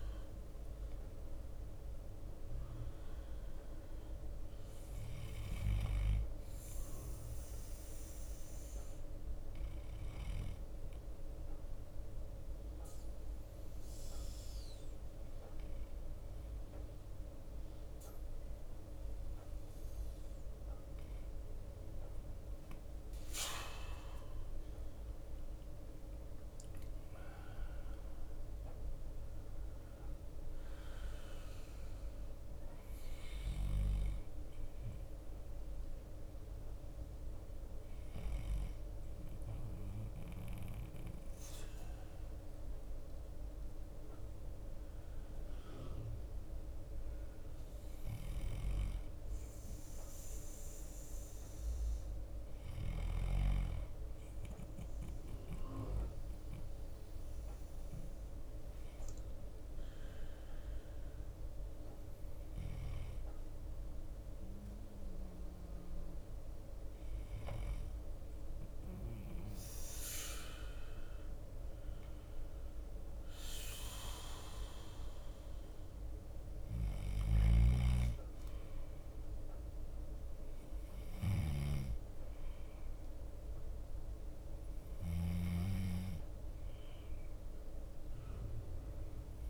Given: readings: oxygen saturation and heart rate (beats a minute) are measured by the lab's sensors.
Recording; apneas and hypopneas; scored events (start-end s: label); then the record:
breathing in sleep by a room microphone; 2
0.00-89.50 s: bradycardia (device-marked)
8.50-22.00 s: obstructive apnea (oxygen 94% before, 91% lowest, heart rate 54 before, 50 extreme, up 6 after)
25.00-29.00 s: arousal
25.00-36.00 s: drop in pulse transit time (device-marked, heart rate 53 before, 54 extreme)
64.50-75.00 s: hypopnea (oxygen 93% before, 91% lowest, heart rate 54 before, 53 extreme, up 0 after)
77.50-81.00 s: arousal
From the record:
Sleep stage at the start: N2 (light sleep); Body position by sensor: on the back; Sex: male